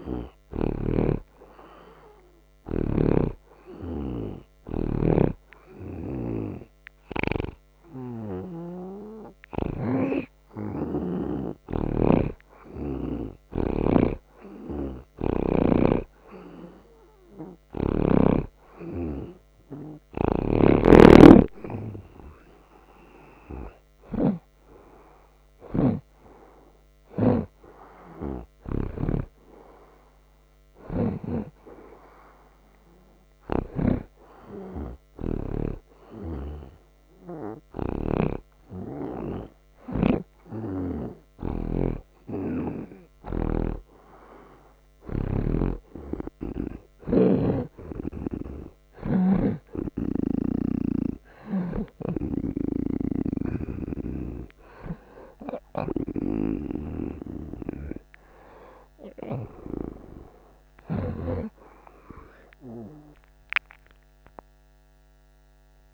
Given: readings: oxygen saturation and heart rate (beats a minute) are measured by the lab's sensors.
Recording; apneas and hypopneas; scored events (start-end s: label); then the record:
breathing in sleep by a microphone on the trachea; 1
0.00-3.00 s: snoring (device-marked)
2.00-14.00 s: oxygen desaturation (device-marked, oxygen 88% before, 82% lowest)
5.00-10.00 s: snoring (device-marked)
12.00-18.50 s: snoring (device-marked)
20.50-26.00 s: snoring (device-marked)
22.00-26.00 s: arousal
24.00-32.00 s: oxygen desaturation (device-marked, oxygen 87% before, 82% lowest)
33.50-43.50 s: hypopnea (oxygen 87% before, 81% lowest)
41.50-53.50 s: snoring (device-marked)
45.50-50.00 s: arousal
54.00-65.94 s: oxygen desaturation (device-marked, oxygen 86% before, 81% lowest)
64.00-65.94 s: new sleep stage, awake
From the record:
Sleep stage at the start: N2 (light sleep); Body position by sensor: on the right side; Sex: male